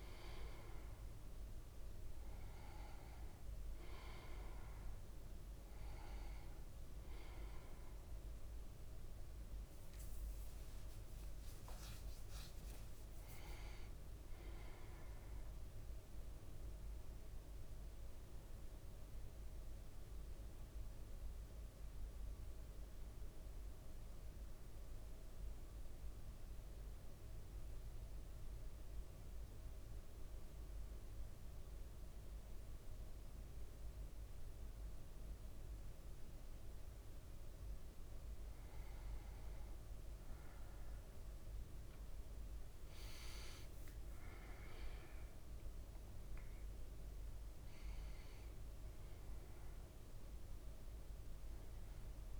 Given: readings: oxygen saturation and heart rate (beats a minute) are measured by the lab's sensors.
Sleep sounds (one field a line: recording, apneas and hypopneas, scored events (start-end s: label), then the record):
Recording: a person partly awake in a sleep study, hard to hear, by a room microphone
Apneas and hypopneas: 1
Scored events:
0.00-14.00 s: oxygen desaturation (device-marked, oxygen 95% before, 89% lowest, heart rate 63 before, 54 extreme)
5.00-52.40 s: new sleep stage, N1 (lightest sleep)
18.00-37.50 s: central apnea (oxygen 100% before, 97% lowest, heart rate 60 before, 54 extreme, up 5 after)
39.50-43.50 s: arousal
From the record:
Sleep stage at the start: awake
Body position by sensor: on the back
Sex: male